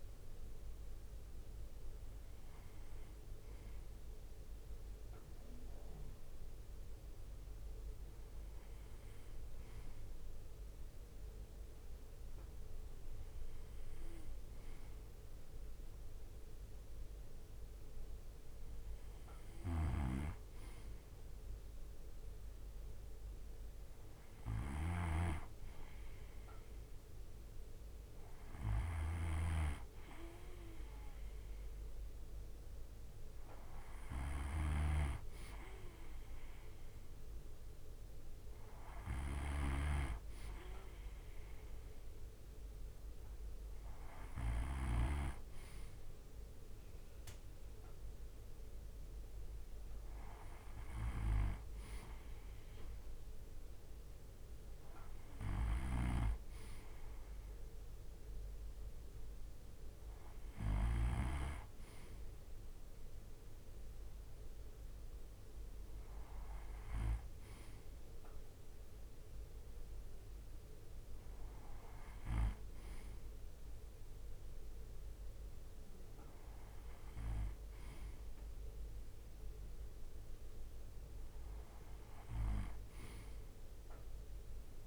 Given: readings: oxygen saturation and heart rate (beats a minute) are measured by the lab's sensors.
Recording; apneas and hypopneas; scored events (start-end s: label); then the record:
breathing in sleep by a room microphone; none
19.00-44.50 s: snoring (device-marked)
55.00-60.50 s: snoring (device-marked)
From the record:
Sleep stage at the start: N2 (light sleep); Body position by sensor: on the right side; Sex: male